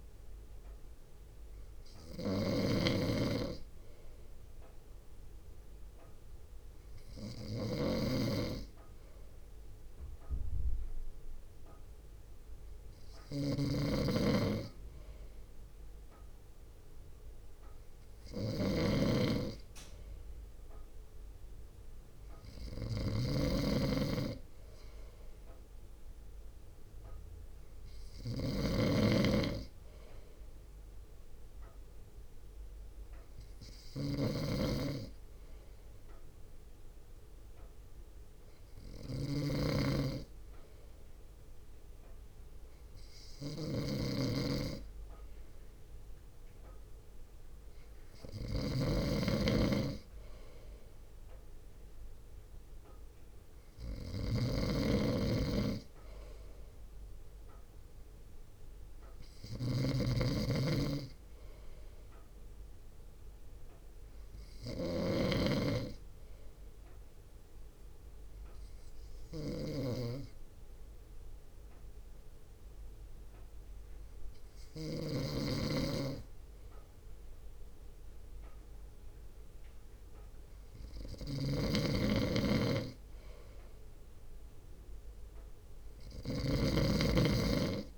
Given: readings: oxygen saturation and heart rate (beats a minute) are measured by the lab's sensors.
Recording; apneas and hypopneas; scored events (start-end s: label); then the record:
breathing in sleep by a room microphone; 1
0.00-2.50 s: drop in pulse transit time (device-marked, heart rate 51 extreme)
0.00-86.50 s: snoring (device-marked)
18.50-30.50 s: drop in pulse transit time (device-marked, heart rate 55 before, 53 extreme)
47.50-63.50 s: drop in pulse transit time (device-marked, heart rate 55 before, 53 extreme)
59.50-63.50 s: arousal
68.50-82.50 s: hypopnea (oxygen 96% before, 94% lowest, heart rate 55 before, 53 extreme, up 2 after)
84.50-87.00 s: arousal
84.50-87.98 s: drop in pulse transit time (device-marked, heart rate 56 before, 53 extreme)
From the record:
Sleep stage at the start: N2 (light sleep); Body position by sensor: on the front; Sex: male